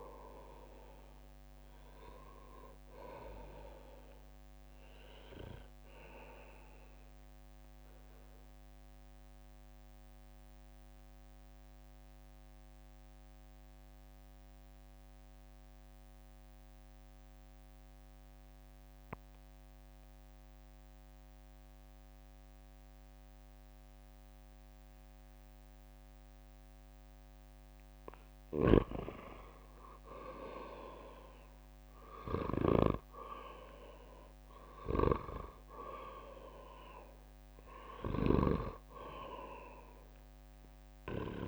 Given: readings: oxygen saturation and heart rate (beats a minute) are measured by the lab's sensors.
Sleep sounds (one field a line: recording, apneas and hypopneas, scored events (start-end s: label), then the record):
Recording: breathing in sleep by a microphone on the trachea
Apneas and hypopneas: 1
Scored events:
0.00-15.50 s: oxygen desaturation (device-marked, oxygen 92% lowest, heart rate 55 extreme)
7.00-27.50 s: mixed apnea (oxygen 97% before, 88% lowest, heart rate 64 before, 54 extreme, up 11 after)
29.50-41.48 s: oxygen desaturation (device-marked, oxygen 97% before, 88% lowest, heart rate 58 before, 54 extreme)
30.50-33.00 s: arousal
From the record:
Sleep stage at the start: N2 (light sleep)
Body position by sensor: on the back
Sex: male